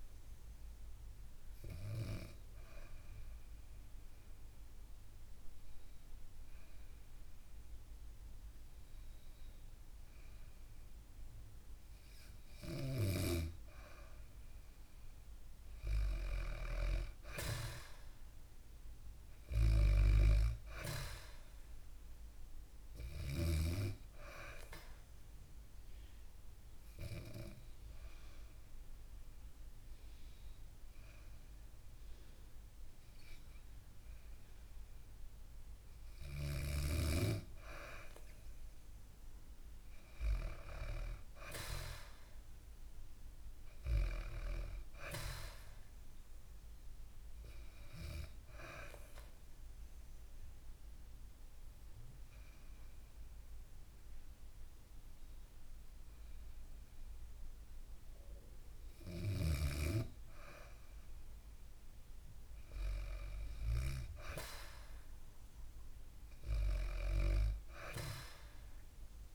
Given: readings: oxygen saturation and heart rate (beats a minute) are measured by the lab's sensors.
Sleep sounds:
breathing in sleep by a room microphone; 3
0.00-10.00 s: oxygen desaturation (device-marked, oxygen 93% lowest, heart rate 59 extreme)
1.00-13.50 s: hypopnea (oxygen 97% before, 93% lowest, heart rate 64 before, 59 extreme, up 5 after)
16.00-20.00 s: arousal
24.50-35.50 s: hypopnea (oxygen 97% before, 94% lowest, heart rate 62 before, 60 extreme, up 0 after)
40.00-44.50 s: arousal
47.00-59.50 s: hypopnea (oxygen 97% before, 94% lowest, heart rate 63 before, 57 extreme, up 3 after)
57.00-60.00 s: bradycardia (device-marked, heart rate 66 before, 60 extreme)
63.50-67.00 s: arousal
From the record:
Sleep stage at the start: N2 (light sleep); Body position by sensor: on the back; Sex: female

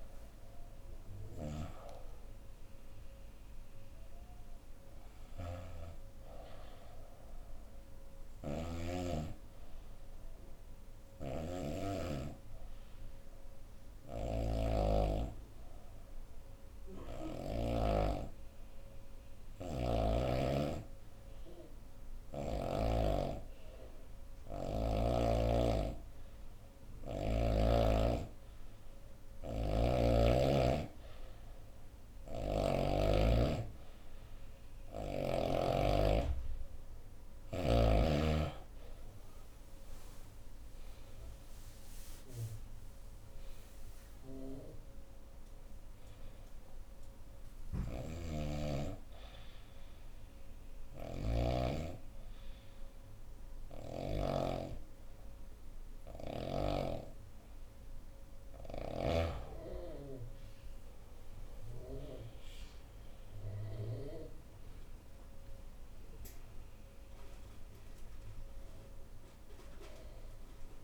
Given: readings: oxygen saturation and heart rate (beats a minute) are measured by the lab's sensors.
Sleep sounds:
breathing in sleep by a room microphone; 2
0.00-17.00 s: snoring (device-marked)
11.00-26.50 s: obstructive apnea (oxygen 98% before, 93% lowest, heart rate 79 before, 65 extreme, up 4 after)
25.50-55.50 s: oxygen desaturation (device-marked, oxygen 97% before, 93% lowest, heart rate 67 before, 63 extreme)
29.00-32.00 s: arousal
31.50-35.00 s: snoring (device-marked)
47.00-54.00 s: snoring (device-marked)
47.00-57.50 s: obstructive apnea (oxygen 97% before, 93% lowest, heart rate 73 before, 63 extreme, up 13 after)
62.00-68.00 s: arousal
From the record:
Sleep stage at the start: N2 (light sleep); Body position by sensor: on the right side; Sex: female

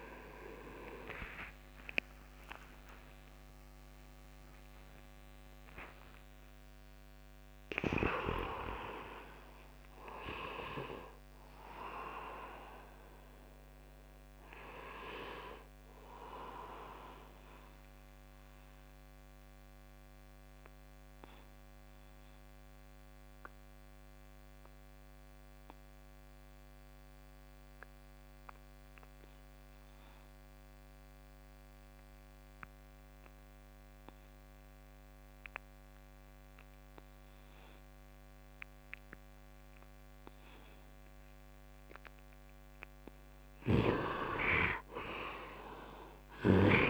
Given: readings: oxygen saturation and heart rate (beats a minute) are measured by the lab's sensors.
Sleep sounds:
breathing in sleep by a microphone on the trachea; 1
0.00-7.00 s: oxygen desaturation (device-marked, oxygen 70% lowest, heart rate 68 extreme)
1.50-9.00 s: arousal
17.50-41.00 s: obstructive apnea (oxygen 100% before, 77% lowest, heart rate 120 before, 59 extreme, up 8 after)
37.00-46.90 s: oxygen desaturation (device-marked, oxygen 99% before, 77% lowest, heart rate 74 before, 59 extreme)
45.00-46.90 s: arousal
45.00-46.90 s: new sleep stage, N2 (light sleep)
From the record:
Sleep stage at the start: N1 (lightest sleep); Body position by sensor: on the right side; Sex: male

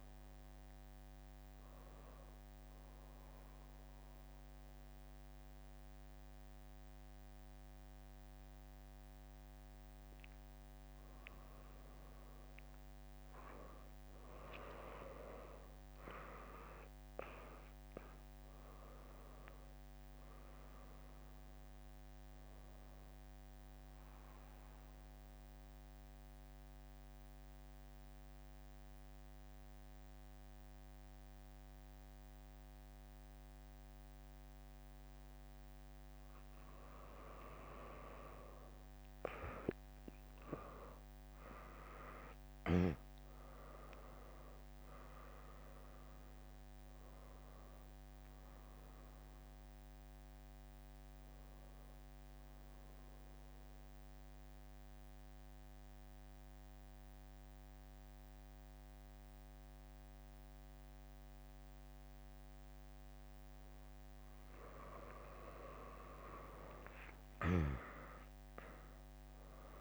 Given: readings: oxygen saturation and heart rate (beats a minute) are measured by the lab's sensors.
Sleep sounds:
breathing in sleep by a microphone on the trachea; 3
0.00-13.00 s: drop in pulse transit time (device-marked, heart rate 80 before, 80 extreme)
2.00-12.00 s: mixed apnea (oxygen 99% before, 97% lowest, heart rate 79 before, 70 extreme, up 1 after)
14.00-17.50 s: arousal
23.50-36.50 s: mixed apnea (oxygen 99% before, 97% lowest, heart rate 79 before, 63 extreme)
25.00-35.00 s: drop in pulse transit time (device-marked, heart rate 79 before, 80 extreme)
39.50-44.50 s: arousal
54.00-64.00 s: central apnea (oxygen 99% before, 97% lowest, heart rate 74 before, 62 extreme)
67.50-69.81 s: arousal
From the record:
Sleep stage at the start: N2 (light sleep); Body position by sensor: on the back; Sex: female

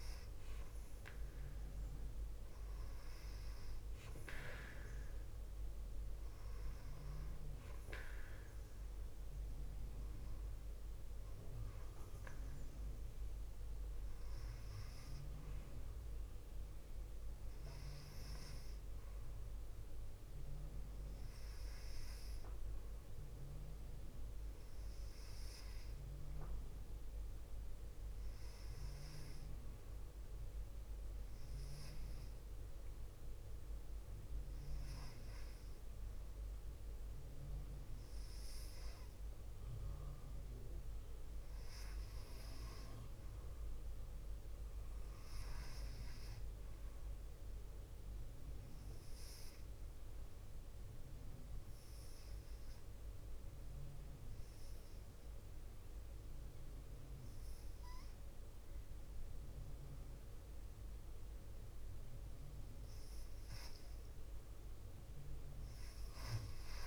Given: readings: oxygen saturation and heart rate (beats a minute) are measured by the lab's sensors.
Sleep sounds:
breathing in sleep, hard to hear, by a room microphone; 1
49.50-62.00 s: hypopnea (oxygen 96% before, 90% lowest, heart rate 56 before, 57 extreme, up 2 after)
65.00-66.87 s: arousal
From the record:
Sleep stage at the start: N2 (light sleep); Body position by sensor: on the left side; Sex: female

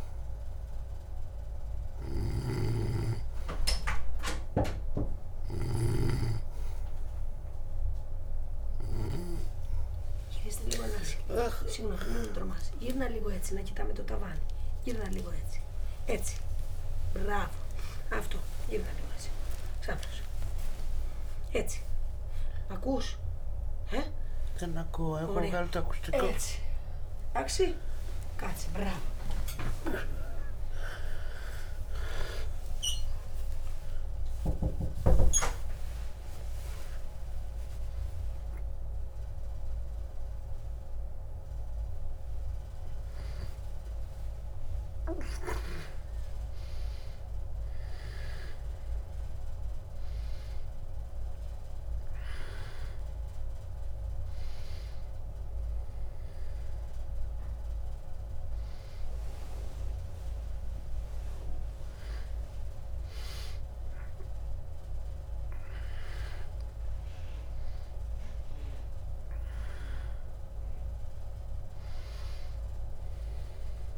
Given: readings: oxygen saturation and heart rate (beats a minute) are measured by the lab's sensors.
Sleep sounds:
a person awake in a sleep study, by a room microphone; none
11.50-13.50 s: long interval between heartbeats (device-marked, heart rate 79 before, 88 extreme)
14.50-16.50 s: long interval between heartbeats (device-marked, heart rate 81 before, 117 extreme)
16.50-73.98 s: new sleep stage, awake
19.50-21.50 s: long interval between heartbeats (device-marked, heart rate 93 before, 150 extreme)
24.00-26.00 s: long interval between heartbeats (device-marked, heart rate 106 before, 134 extreme)
32.50-34.50 s: long interval between heartbeats (device-marked, heart rate 121 before, 122 extreme)
34.50-36.50 s: long interval between heartbeats (device-marked, heart rate 125 before, 147 extreme)
36.50-38.50 s: long interval between heartbeats (device-marked, heart rate 129 before, 190 extreme)
39.00-41.00 s: long interval between heartbeats (device-marked, heart rate 137 before, 182 extreme)
From the record:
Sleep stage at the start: N2 (light sleep); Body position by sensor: on the back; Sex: female

